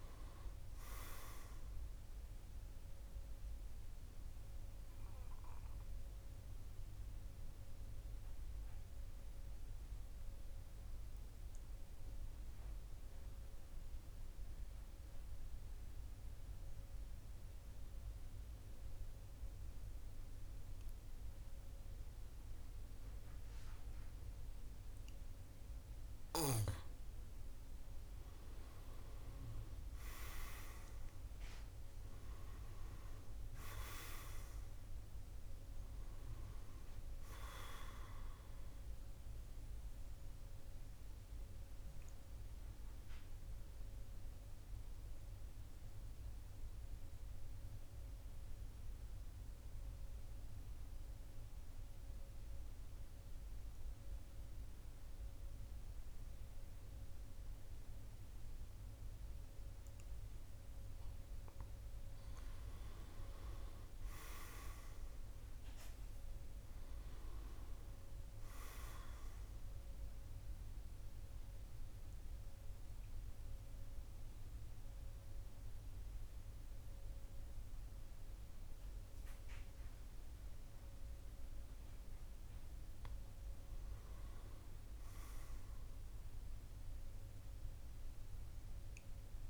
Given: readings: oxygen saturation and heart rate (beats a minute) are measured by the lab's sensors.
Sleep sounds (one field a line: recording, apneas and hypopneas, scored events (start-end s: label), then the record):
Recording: breathing in sleep by a room microphone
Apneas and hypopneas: 3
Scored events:
0.00-16.50 s: oxygen desaturation (device-marked, oxygen 90% lowest, heart rate 46 extreme)
3.00-26.00 s: obstructive apnea (oxygen 99% before, 90% lowest, heart rate 52 before, 46 extreme, up 6 after)
28.00-31.50 s: arousal
31.50-50.50 s: oxygen desaturation (device-marked, oxygen 99% before, 91% lowest, heart rate 51 before, 47 extreme)
40.50-59.50 s: obstructive apnea (oxygen 99% before, 91% lowest, heart rate 54 before, 46 extreme, up 6 after)
63.50-67.00 s: arousal
66.50-86.50 s: oxygen desaturation (device-marked, oxygen 99% before, 93% lowest, heart rate 50 before, 46 extreme)
70.50-82.50 s: obstructive apnea (oxygen 99% before, 93% lowest, heart rate 51 before, 46 extreme, up 6 after)
86.50-89.50 s: arousal
From the record:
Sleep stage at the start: N2 (light sleep)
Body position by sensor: on the back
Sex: male